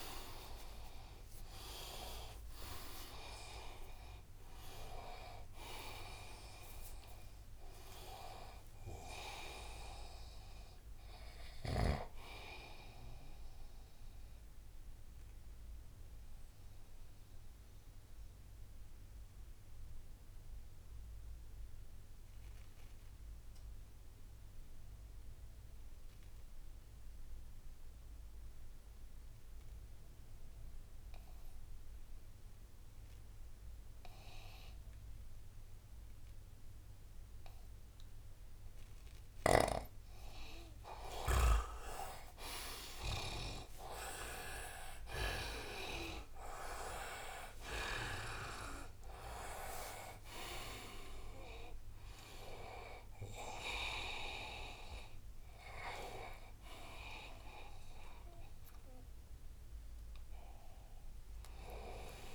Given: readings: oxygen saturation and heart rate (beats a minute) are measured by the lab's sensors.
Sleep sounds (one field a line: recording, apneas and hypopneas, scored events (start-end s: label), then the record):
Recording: a person partly awake in a sleep study, by a room microphone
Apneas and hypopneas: 1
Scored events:
0.00-17.50 s: oxygen desaturation (device-marked, oxygen 91% lowest, heart rate 70 extreme)
12.50-62.35 s: new sleep stage, N2 (light sleep)
16.00-38.50 s: obstructive apnea (oxygen 97% before, 89% lowest, heart rate 83 before, 70 extreme, up 7 after)
38.50-62.35 s: oxygen desaturation (device-marked, oxygen 98% before, 89% lowest, heart rate 78 before, 69 extreme)
40.00-42.50 s: arousal
61.00-62.35 s: arousal
From the record:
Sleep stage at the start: awake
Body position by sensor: on the right side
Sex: male